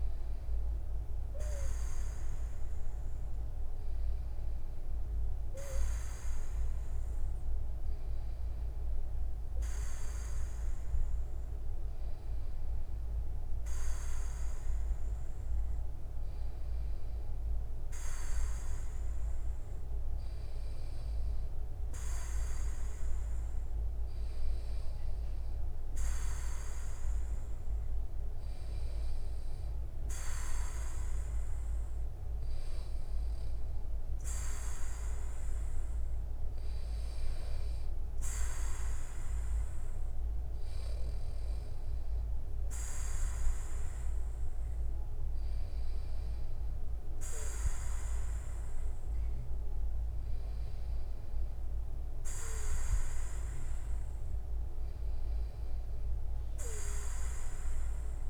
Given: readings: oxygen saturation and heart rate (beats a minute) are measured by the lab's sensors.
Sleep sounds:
breathing in sleep by a room microphone; none
none scored
From the record:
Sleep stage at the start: N2 (light sleep); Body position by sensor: on the back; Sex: male

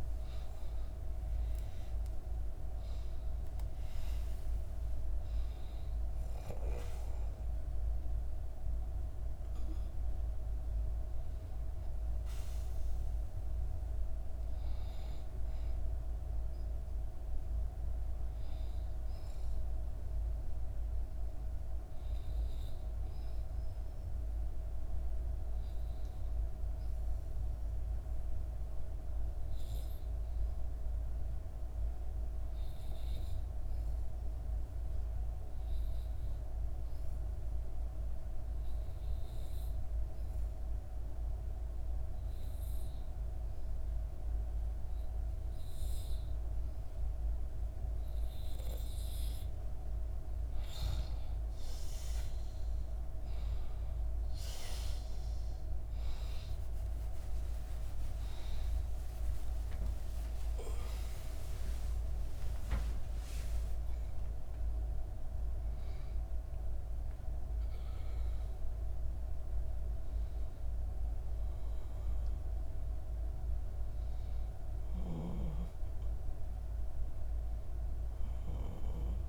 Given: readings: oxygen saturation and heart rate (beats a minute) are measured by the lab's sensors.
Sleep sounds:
breathing in sleep, hard to hear, by a room microphone; 1
0.00-4.00 s: arousal
0.00-21.00 s: oxygen desaturation (device-marked, oxygen 90% lowest, heart rate 62 extreme)
22.50-48.50 s: hypopnea (oxygen 96% before, 91% lowest, heart rate 69 before, 63 extreme, up 5 after)
48.00-77.00 s: oxygen desaturation (device-marked, oxygen 97% before, 91% lowest, heart rate 64 before, 61 extreme)
56.00-62.00 s: arousal
59.00-61.00 s: long interval between heartbeats (device-marked, heart rate 65 before, 81 extreme)
From the record:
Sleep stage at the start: N2 (light sleep); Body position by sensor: on the back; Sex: female

